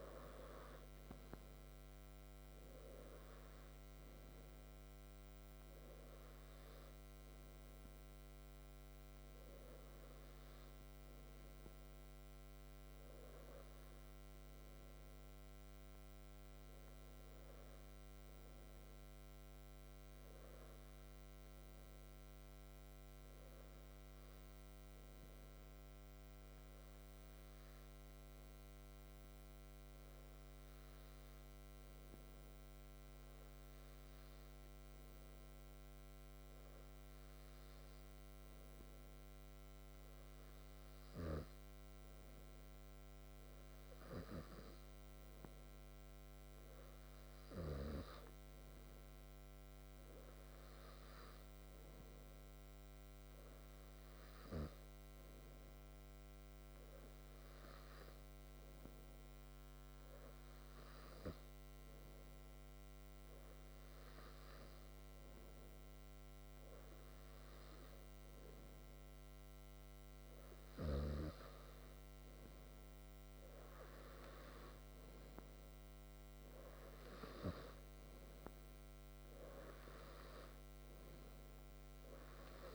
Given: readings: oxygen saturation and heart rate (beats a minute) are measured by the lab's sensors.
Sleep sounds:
breathing in sleep by a microphone on the trachea; 2
0.00-17.00 s: oxygen desaturation (device-marked, oxygen 92% lowest, heart rate 58 extreme)
22.50-38.50 s: hypopnea (oxygen 96% before, 94% lowest, heart rate 63 before, 61 extreme, up 1 after)
42.50-46.00 s: arousal
56.50-72.00 s: hypopnea (oxygen 96% before, 94% lowest, heart rate 63 before, 57 extreme, up 3 after)
74.50-78.50 s: arousal
From the record:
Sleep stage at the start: N2 (light sleep); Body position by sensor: on the back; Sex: male

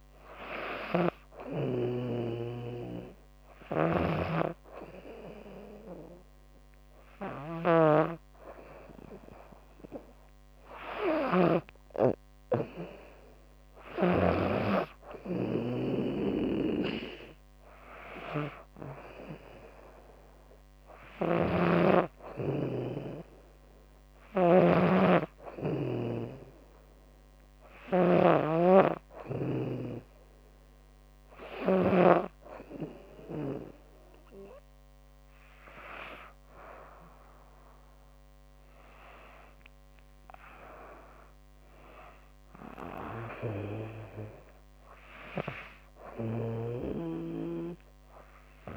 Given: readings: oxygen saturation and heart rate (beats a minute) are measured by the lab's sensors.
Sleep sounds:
breathing in sleep by a microphone on the trachea; none
0.00-11.00 s: snoring (device-marked)
13.00-31.50 s: snoring (device-marked)
38.50-42.50 s: arousal
42.50-46.00 s: snoring (device-marked)
From the record:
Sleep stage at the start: N2 (light sleep); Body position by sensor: on the back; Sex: female

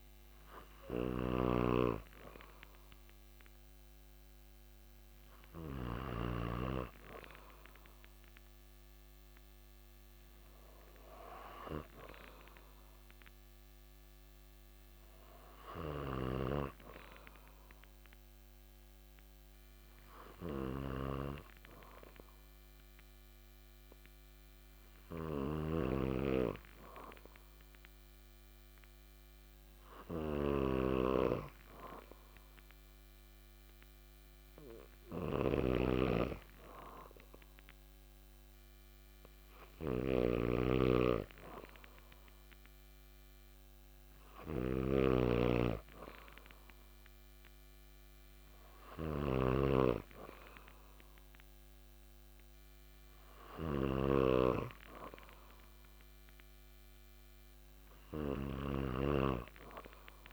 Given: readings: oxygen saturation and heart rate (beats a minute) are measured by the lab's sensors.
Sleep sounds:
breathing in sleep by a microphone on the trachea; 1
0.00-6.50 s: snoring (device-marked)
20.00-32.50 s: hypopnea (oxygen 96% before, 94% lowest)
25.00-60.33 s: snoring (device-marked)
34.00-38.00 s: arousal
From the record:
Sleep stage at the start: N2 (light sleep); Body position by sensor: on the back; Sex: male

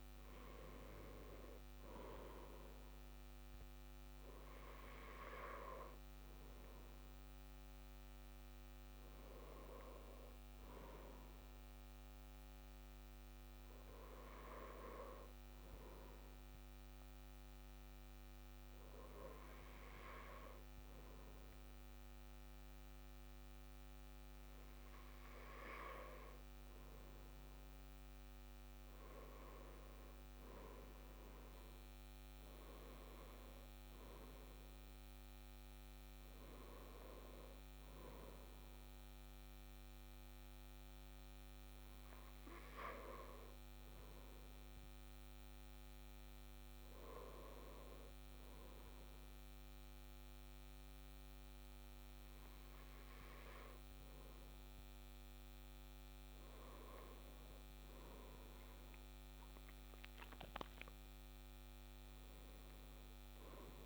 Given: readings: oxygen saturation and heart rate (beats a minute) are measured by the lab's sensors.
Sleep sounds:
breathing in sleep by a microphone on the trachea; none
none scored
From the record:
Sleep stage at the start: N2 (light sleep); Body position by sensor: on the left side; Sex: male

